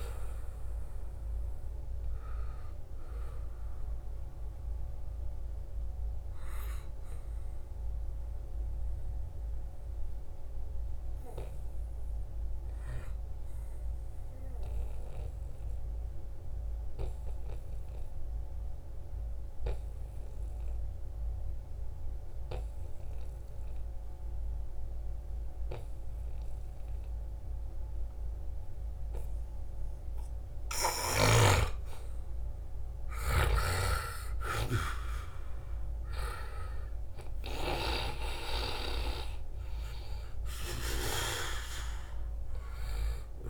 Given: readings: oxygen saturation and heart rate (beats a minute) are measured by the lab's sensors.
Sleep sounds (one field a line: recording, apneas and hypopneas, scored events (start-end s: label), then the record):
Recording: breathing in sleep by a room microphone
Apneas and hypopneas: 1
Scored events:
0.00-16.50 s: oxygen desaturation (device-marked, oxygen 88% lowest, heart rate 69 extreme)
4.50-29.50 s: mixed apnea (oxygen 98% before, 88% lowest, heart rate 76 before, 73 extreme, up 1 after)
31.50-37.00 s: arousal
31.50-43.50 s: oxygen desaturation (device-marked, oxygen 97% before, 90% lowest, heart rate 75 before, 72 extreme)
33.00-41.00 s: snoring (device-marked)
From the record:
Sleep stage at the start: N2 (light sleep)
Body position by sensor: on the right side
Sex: male